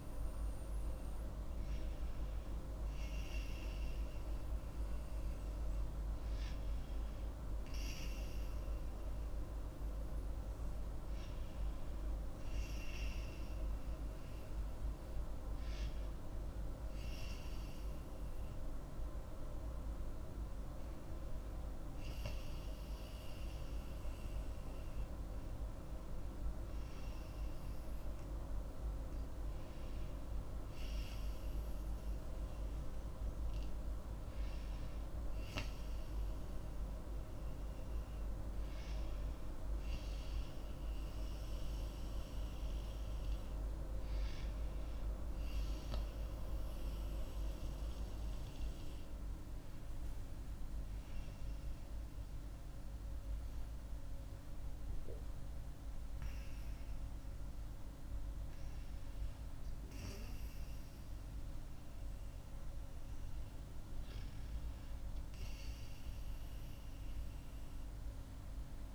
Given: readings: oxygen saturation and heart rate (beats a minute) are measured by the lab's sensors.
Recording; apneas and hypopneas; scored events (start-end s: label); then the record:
breathing in sleep by a room microphone; none
51.00-56.00 s: arousal
From the record:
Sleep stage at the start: N2 (light sleep); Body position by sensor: on the right side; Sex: female